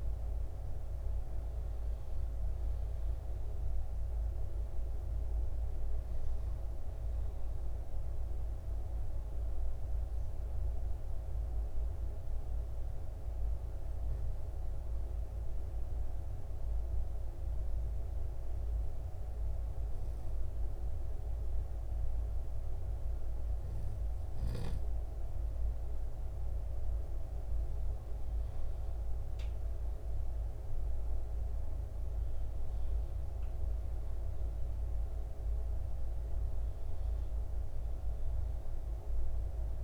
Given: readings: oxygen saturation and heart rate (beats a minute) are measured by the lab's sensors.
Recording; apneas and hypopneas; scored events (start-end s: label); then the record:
breathing in sleep, hard to hear, by a room microphone; 1
14.00-24.00 s: hypopnea (oxygen 97% before, 94% lowest, heart rate 63 before, 62 extreme, up 0 after)
27.00-30.50 s: arousal
From the record:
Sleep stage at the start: N2 (light sleep); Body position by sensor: on the back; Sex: male